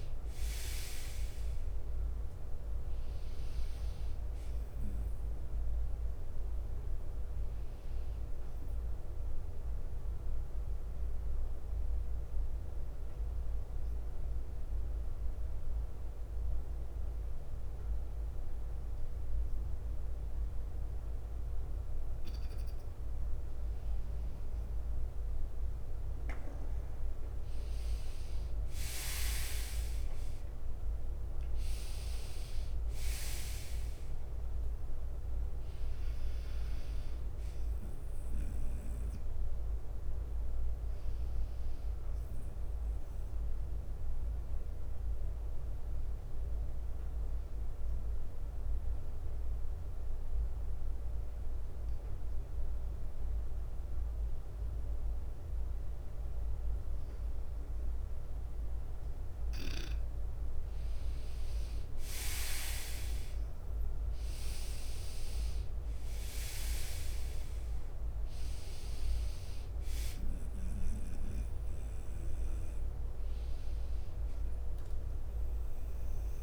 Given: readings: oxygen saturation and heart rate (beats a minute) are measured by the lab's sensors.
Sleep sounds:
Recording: breathing in sleep by a room microphone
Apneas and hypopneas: 2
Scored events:
0.00-7.50 s: drop in pulse transit time (device-marked, heart rate 60 extreme)
4.50-21.50 s: bradycardia (device-marked, heart rate 63 before, 57 extreme)
8.00-24.00 s: obstructive apnea (oxygen 97% before, 94% lowest, heart rate 64 before, 56 extreme, up 10 after)
27.50-30.50 s: arousal
36.50-59.50 s: bradycardia (device-marked, heart rate 62 before, 54 extreme)
42.50-56.50 s: obstructive apnea (oxygen 99% before, 95% lowest, heart rate 63 before, 54 extreme, up 7 after)
61.50-64.50 s: arousal
72.50-76.43 s: bradycardia (device-marked, heart rate 62 before, 55 extreme)
From the record:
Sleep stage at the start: N2 (light sleep)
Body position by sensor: on the right side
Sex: male

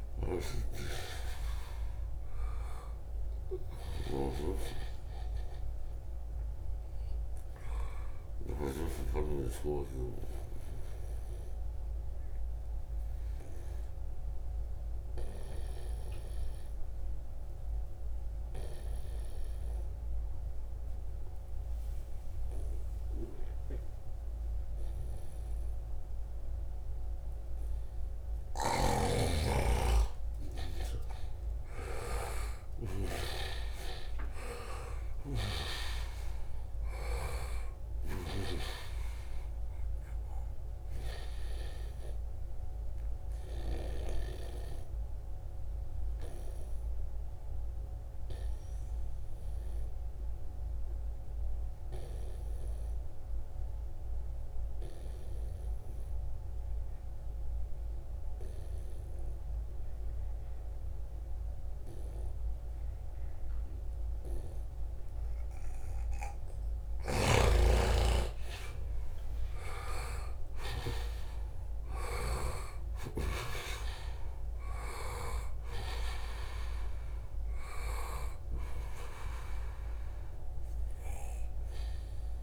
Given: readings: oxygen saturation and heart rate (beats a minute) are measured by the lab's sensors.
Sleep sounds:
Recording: breathing in sleep by a room microphone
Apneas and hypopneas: 2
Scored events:
0.00-8.00 s: snoring (device-marked)
0.00-12.00 s: oxygen desaturation (device-marked, oxygen 90% lowest, heart rate 76 extreme)
9.00-82.43 s: new sleep stage, N2 (light sleep)
12.50-27.50 s: obstructive apnea (oxygen 96% before, 89% lowest, heart rate 88 before, 76 extreme, up 4 after)
28.00-43.50 s: snoring (device-marked)
29.00-33.00 s: arousal
31.00-51.00 s: oxygen desaturation (device-marked, oxygen 97% before, 91% lowest, heart rate 82 before, 71 extreme)
43.00-65.00 s: obstructive apnea (oxygen 97% before, 89% lowest, heart rate 80 before, 71 extreme, up 5 after)
64.00-82.43 s: oxygen desaturation (device-marked, oxygen 95% before, 89% lowest, heart rate 77 before, 71 extreme)
66.00-71.50 s: snoring (device-marked)
66.50-71.50 s: arousal
From the record:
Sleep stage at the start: N1 (lightest sleep)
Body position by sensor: on the right side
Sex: male

